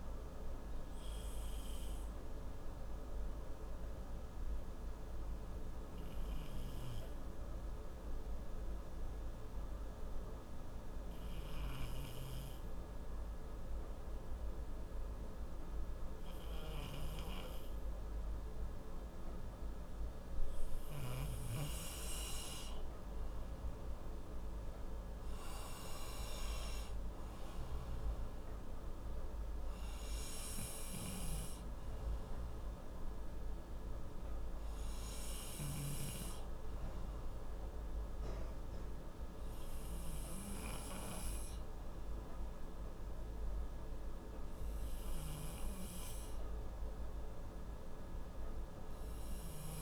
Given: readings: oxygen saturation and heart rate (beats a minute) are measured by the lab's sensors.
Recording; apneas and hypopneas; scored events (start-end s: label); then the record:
breathing in sleep, hard to hear, by a room microphone; 1
4.00-19.50 s: hypopnea (oxygen 96% before, 92% lowest, heart rate 86 before, 60 extreme, up 7 after)
23.00-27.00 s: arousal
24.50-42.50 s: oxygen desaturation (device-marked, oxygen 97% before, 92% lowest, heart rate 63 before, 62 extreme)
From the record:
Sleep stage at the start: N2 (light sleep); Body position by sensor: on the right side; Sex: male